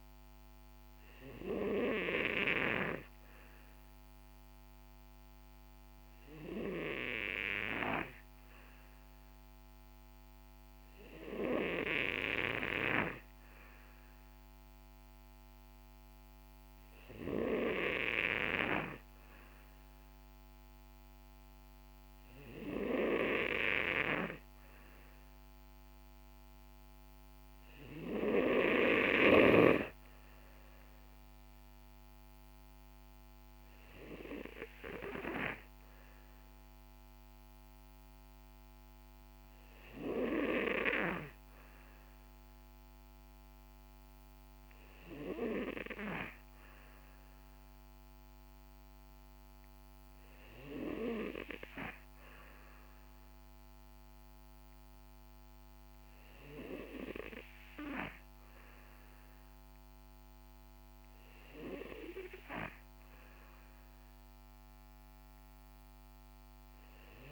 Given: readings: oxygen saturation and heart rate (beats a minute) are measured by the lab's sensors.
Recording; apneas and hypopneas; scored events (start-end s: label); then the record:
breathing in sleep by a microphone on the trachea; none
none scored
From the record:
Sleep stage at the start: N2 (light sleep); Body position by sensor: on the back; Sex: male